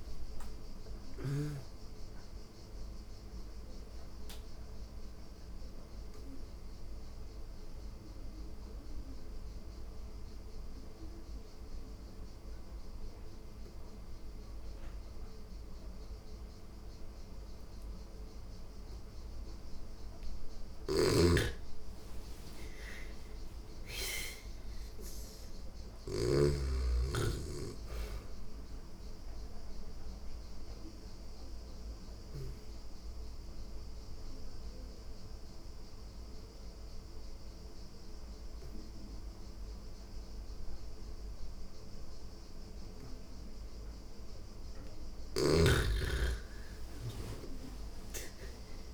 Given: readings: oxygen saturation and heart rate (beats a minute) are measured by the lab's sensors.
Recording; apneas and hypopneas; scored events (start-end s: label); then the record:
breathing in sleep by a room microphone; 2
0.00-14.00 s: oxygen desaturation (device-marked, oxygen 85% lowest, heart rate 84 extreme)
2.50-19.50 s: obstructive apnea (oxygen 99% before, 85% lowest, heart rate 87 before, 84 extreme, up 4 after)
20.00-25.50 s: snoring (device-marked)
21.00-24.50 s: arousal
25.00-42.00 s: oxygen desaturation (device-marked, oxygen 99% before, 87% lowest, heart rate 86 before, 84 extreme)
29.00-44.00 s: obstructive apnea (oxygen 99% before, 86% lowest, heart rate 86 before, 84 extreme, up 8 after)
46.50-48.94 s: arousal
From the record:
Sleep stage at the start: N2 (light sleep); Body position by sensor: on the back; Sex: female